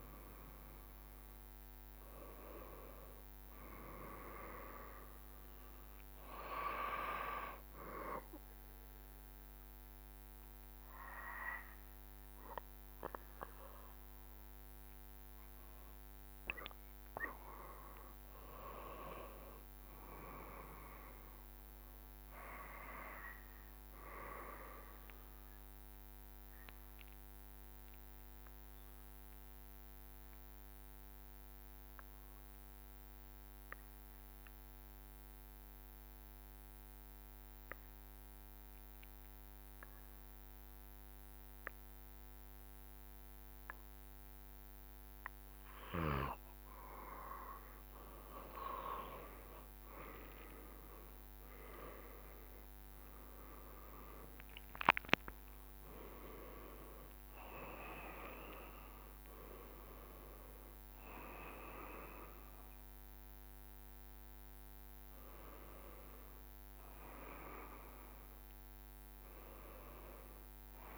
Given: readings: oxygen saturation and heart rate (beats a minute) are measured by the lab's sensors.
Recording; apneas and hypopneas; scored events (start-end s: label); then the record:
breathing in sleep by a microphone on the trachea; 1
1.50-70.98 s: new sleep stage, N2 (light sleep)
25.50-45.50 s: obstructive apnea (oxygen 96% before, 93% lowest, heart rate 70 before, 69 extreme, up 11 after)
49.00-54.00 s: arousal
53.50-65.50 s: drop in pulse transit time (device-marked, heart rate 71 before, 81 extreme)
From the record:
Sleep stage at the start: N1 (lightest sleep); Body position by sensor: on the back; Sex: male